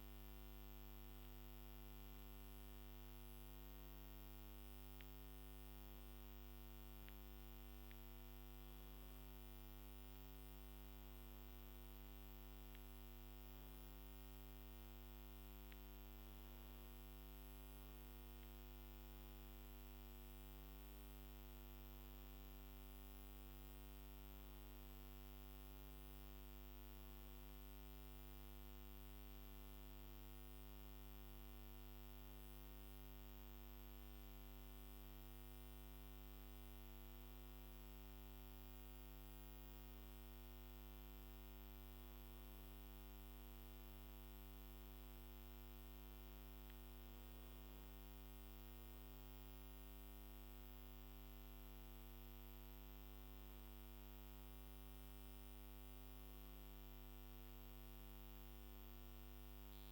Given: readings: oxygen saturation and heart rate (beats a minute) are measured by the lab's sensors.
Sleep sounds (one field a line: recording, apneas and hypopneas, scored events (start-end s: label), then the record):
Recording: a person awake in a sleep study, hard to hear, by a microphone on the trachea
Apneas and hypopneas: none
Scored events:
none scored
From the record:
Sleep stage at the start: awake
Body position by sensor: on the back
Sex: male